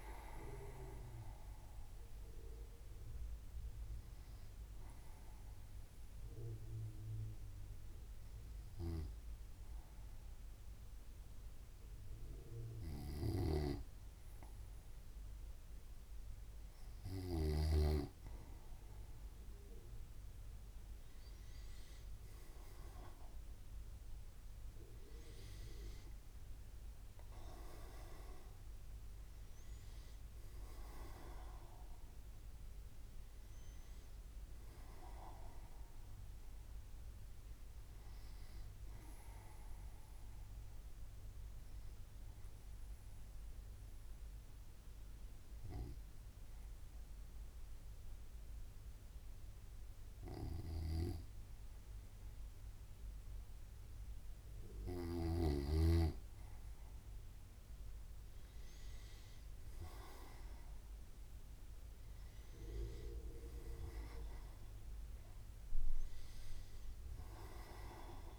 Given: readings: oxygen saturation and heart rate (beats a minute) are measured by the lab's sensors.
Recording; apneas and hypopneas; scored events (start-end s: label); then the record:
breathing in sleep by a room microphone; 2
2.00-17.00 s: hypopnea (oxygen 98% before, 96% lowest, heart rate 66 before, 63 extreme, up 2 after)
14.00-18.50 s: snoring (device-marked)
21.00-25.00 s: arousal
41.50-53.50 s: obstructive apnea (oxygen 98% before, 95% lowest, heart rate 65 before, 64 extreme, up 1 after)
51.00-56.00 s: snoring (device-marked)
54.50-68.39 s: new sleep stage, awake
From the record:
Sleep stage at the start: N2 (light sleep); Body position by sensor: on the right side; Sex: male